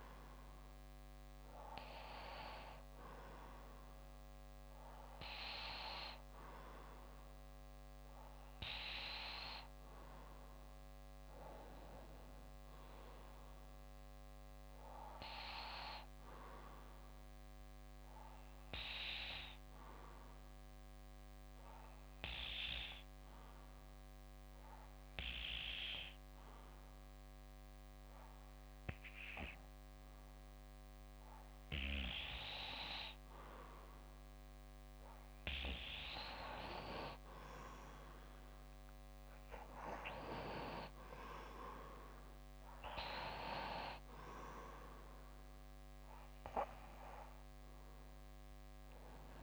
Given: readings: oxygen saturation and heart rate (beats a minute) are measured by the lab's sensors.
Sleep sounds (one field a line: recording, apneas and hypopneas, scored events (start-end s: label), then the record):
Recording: breathing in sleep by a microphone on the trachea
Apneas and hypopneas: 1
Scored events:
0.00-1.50 s: arousal
0.00-1.50 s: oxygen desaturation (device-marked, oxygen 92% lowest, heart rate 57 extreme)
0.00-6.50 s: bradycardia (device-marked, heart rate 59 extreme)
14.50-30.50 s: bradycardia (device-marked, heart rate 60 before, 58 extreme)
16.00-33.50 s: obstructive apnea (oxygen 95% before, 92% lowest, heart rate 60 before, 57 extreme, up 4 after)
36.50-40.50 s: arousal
From the record:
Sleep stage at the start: N2 (light sleep)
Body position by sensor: on the back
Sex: male